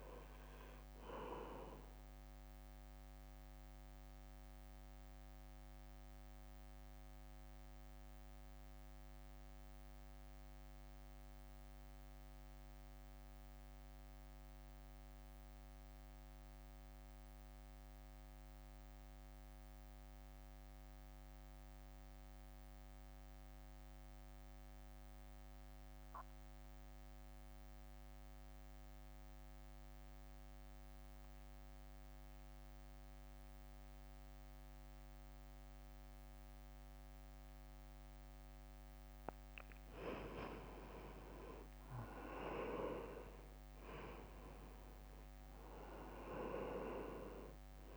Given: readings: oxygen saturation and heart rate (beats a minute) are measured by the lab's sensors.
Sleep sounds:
breathing in sleep by a microphone on the trachea; 1
0.00-6.50 s: drop in pulse transit time (device-marked, heart rate 52 extreme)
0.00-7.50 s: oxygen desaturation (device-marked, oxygen 91% lowest, heart rate 52 extreme)
1.50-39.00 s: mixed apnea (oxygen 98% before, 85% lowest, heart rate 56 before, 52 extreme, up 6 after)
9.50-26.50 s: oxygen desaturation (device-marked, oxygen 92% before, 85% lowest, heart rate 56 before, 56 extreme)
35.50-47.97 s: oxygen desaturation (device-marked, oxygen 99% before, 88% lowest, heart rate 64 before, 52 extreme)
43.00-47.00 s: arousal
43.50-47.97 s: drop in pulse transit time (device-marked, heart rate 63 before, 52 extreme)
From the record:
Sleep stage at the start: N2 (light sleep); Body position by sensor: on the right side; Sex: male

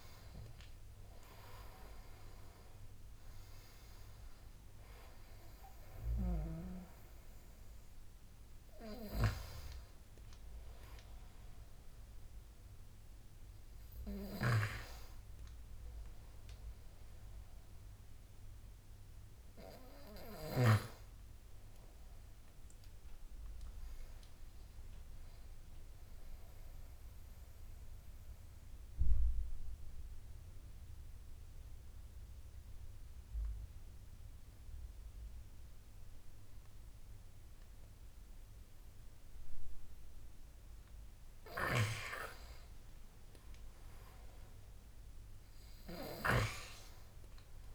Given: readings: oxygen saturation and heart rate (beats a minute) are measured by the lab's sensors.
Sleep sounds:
breathing in sleep by a room microphone; 1
0.00-6.50 s: oxygen desaturation (device-marked, oxygen 92% lowest, heart rate 72 extreme)
8.50-27.50 s: oxygen desaturation (device-marked, oxygen 95% before, 91% lowest, heart rate 77 before, 70 extreme)
28.00-40.50 s: obstructive apnea (oxygen 98% before, 92% lowest, heart rate 76 before, 69 extreme, up 10 after)
42.50-46.00 s: arousal
From the record:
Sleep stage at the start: N2 (light sleep); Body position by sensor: on the right side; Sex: male

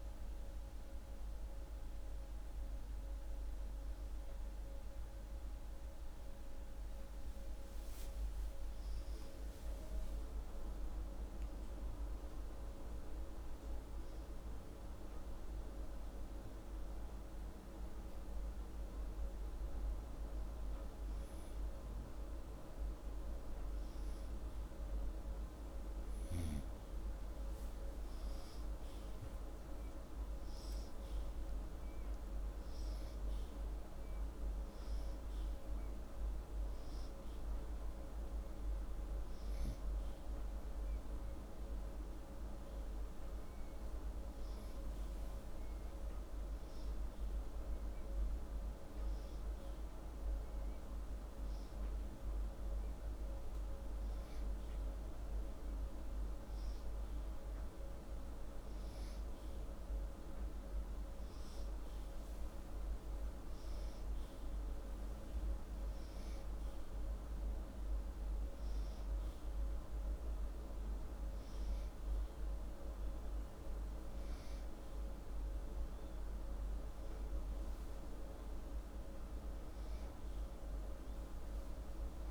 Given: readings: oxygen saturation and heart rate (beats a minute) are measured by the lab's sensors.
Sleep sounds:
a person partly awake in a sleep study, hard to hear, by a room microphone; 1
4.00-82.31 s: new sleep stage, N2 (light sleep)
14.00-24.50 s: hypopnea (oxygen 98% before, 94% lowest)
27.00-30.50 s: arousal
From the record:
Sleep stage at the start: awake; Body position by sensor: upright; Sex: male

